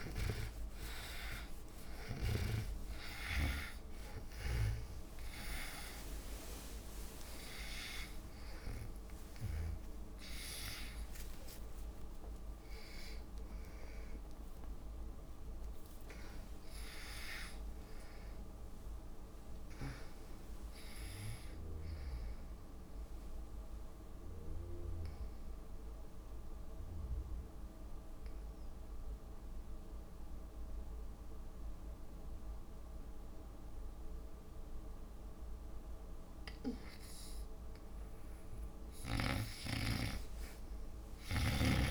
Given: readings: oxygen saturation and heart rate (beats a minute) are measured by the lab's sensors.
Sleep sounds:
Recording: a person partly awake in a sleep study, by a room microphone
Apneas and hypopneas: 1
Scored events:
0.00-3.00 s: snoring (device-marked)
0.00-18.50 s: oxygen desaturation (device-marked, oxygen 84% lowest)
16.00-18.00 s: long interval between heartbeats (device-marked)
20.50-41.91 s: new sleep stage, N2 (light sleep)
24.00-36.50 s: obstructive apnea (oxygen 98% before, 85% lowest)
37.50-41.91 s: oxygen desaturation (device-marked, oxygen 98% before, 88% lowest)
39.50-41.91 s: arousal
From the record:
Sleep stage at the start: awake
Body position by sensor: on the back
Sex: female

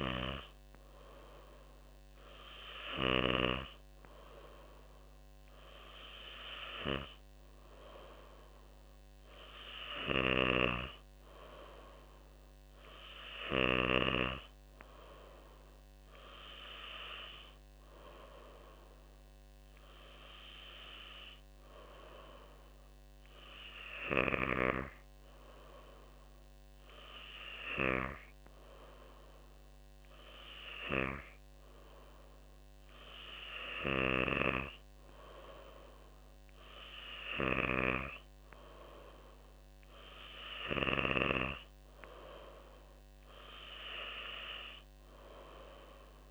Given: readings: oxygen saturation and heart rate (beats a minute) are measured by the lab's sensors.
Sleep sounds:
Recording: breathing in sleep by a microphone on the trachea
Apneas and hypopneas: none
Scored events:
none scored
From the record:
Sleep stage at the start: N3 (deep sleep)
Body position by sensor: on the back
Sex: female

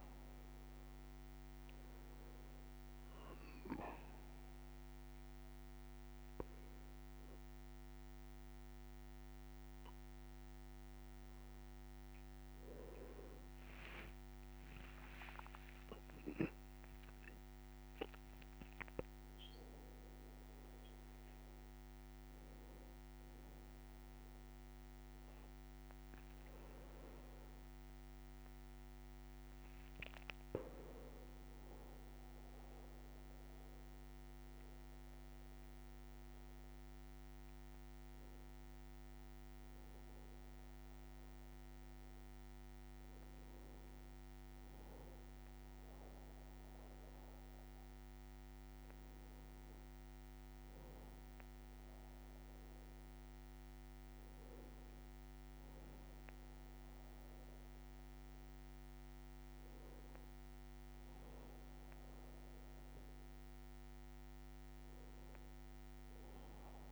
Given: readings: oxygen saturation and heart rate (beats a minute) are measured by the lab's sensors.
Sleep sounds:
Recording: a person awake in a sleep study, hard to hear, by a microphone on the trachea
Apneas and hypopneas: none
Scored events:
12.00-14.00 s: long interval between heartbeats (device-marked, heart rate 63 before, 72 extreme)
From the record:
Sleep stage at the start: awake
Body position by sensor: on the back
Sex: male

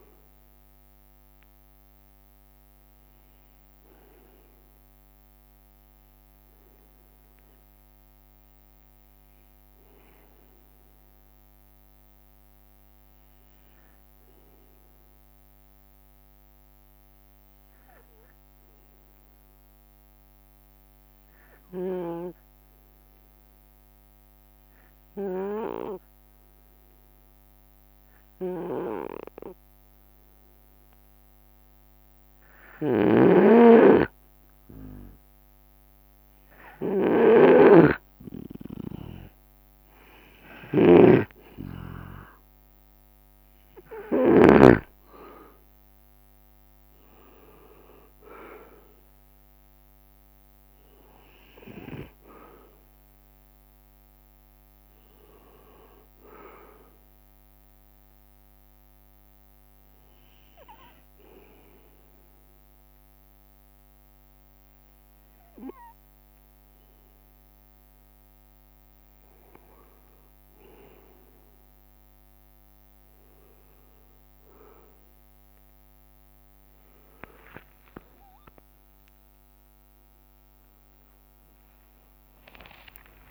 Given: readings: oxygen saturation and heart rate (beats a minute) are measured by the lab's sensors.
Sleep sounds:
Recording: breathing in sleep by a microphone on the trachea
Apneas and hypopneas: 2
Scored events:
0.00-2.50 s: oxygen desaturation (device-marked, oxygen 93% lowest, heart rate 63 extreme)
2.00-6.00 s: arousal
7.50-9.00 s: leg movement (device-marked)
8.50-32.00 s: obstructive apnea (oxygen 98% before, 93% lowest, heart rate 66 before, 63 extreme, up 5 after)
28.50-45.00 s: snoring (device-marked)
32.50-71.50 s: oxygen desaturation (device-marked, oxygen 98% before, 93% lowest)
34.00-37.50 s: arousal
37.50-55.50 s: drop in pulse transit time (device-marked, heart rate 65 before, 67 extreme)
57.00-70.50 s: hypopnea (oxygen 98% before, 93% lowest)
63.50-65.00 s: leg movement (device-marked)
69.50-71.50 s: leg movement (device-marked)
72.50-83.31 s: drop in pulse transit time (device-marked, heart rate 67 before, 68 extreme)
74.50-80.00 s: leg movement (device-marked)
75.50-83.31 s: new sleep stage, awake
75.50-83.31 s: tachycardia (device-marked, heart rate 67 before, 146 extreme)
78.50-80.50 s: long interval between heartbeats (device-marked, heart rate 68 before, 107 extreme)
From the record:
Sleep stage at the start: N2 (light sleep)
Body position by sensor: on the right side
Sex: male

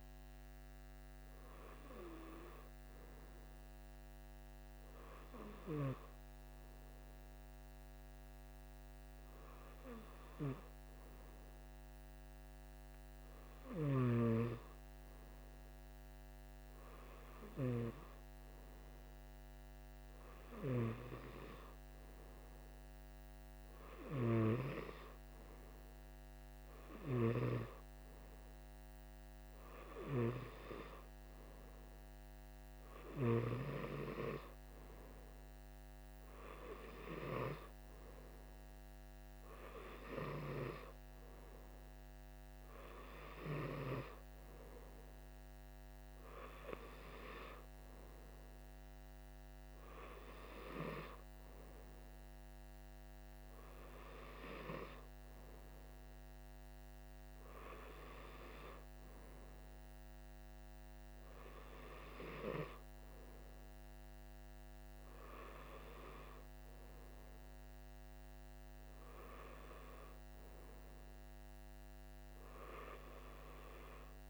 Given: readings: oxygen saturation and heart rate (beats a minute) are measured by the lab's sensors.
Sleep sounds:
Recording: breathing in sleep by a microphone on the trachea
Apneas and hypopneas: none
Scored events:
none scored
From the record:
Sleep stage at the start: N2 (light sleep)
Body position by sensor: on the right side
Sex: male

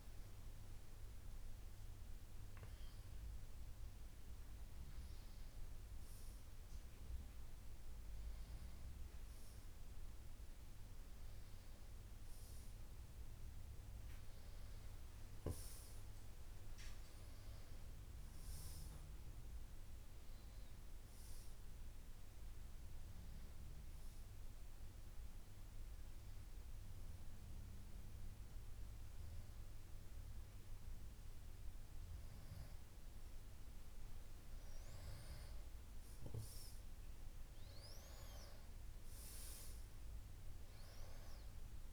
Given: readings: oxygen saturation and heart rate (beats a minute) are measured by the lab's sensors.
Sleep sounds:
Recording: a person partly awake in a sleep study, hard to hear, by a room microphone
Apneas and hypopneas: 1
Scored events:
12.50-41.93 s: new sleep stage, N1 (lightest sleep)
22.00-33.50 s: hypopnea (oxygen 98% before, 93% lowest, heart rate 66 before, 61 extreme, up 6 after)
35.50-39.00 s: arousal
39.50-41.93 s: oxygen desaturation (device-marked, oxygen 96% before, 93% lowest, heart rate 64 before, 61 extreme)
From the record:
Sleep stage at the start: awake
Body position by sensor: on the back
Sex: female

